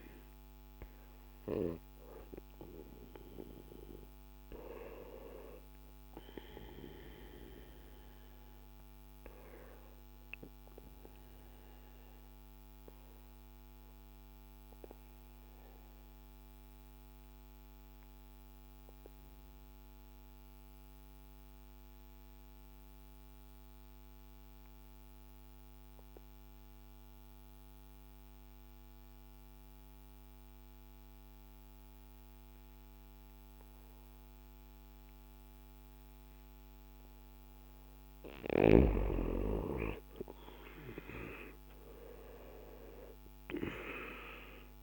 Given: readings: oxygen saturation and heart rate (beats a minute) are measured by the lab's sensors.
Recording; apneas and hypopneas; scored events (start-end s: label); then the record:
breathing in sleep by a microphone on the trachea; 1
6.00-23.00 s: oxygen desaturation (device-marked, oxygen 97% before, 90% lowest, heart rate 60 before, 56 extreme)
7.50-36.50 s: obstructive apnea (oxygen 97% before, 90% lowest, heart rate 60 before, 55 extreme, up 6 after)
40.00-44.00 s: arousal
From the record:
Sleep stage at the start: N2 (light sleep); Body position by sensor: on the back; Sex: male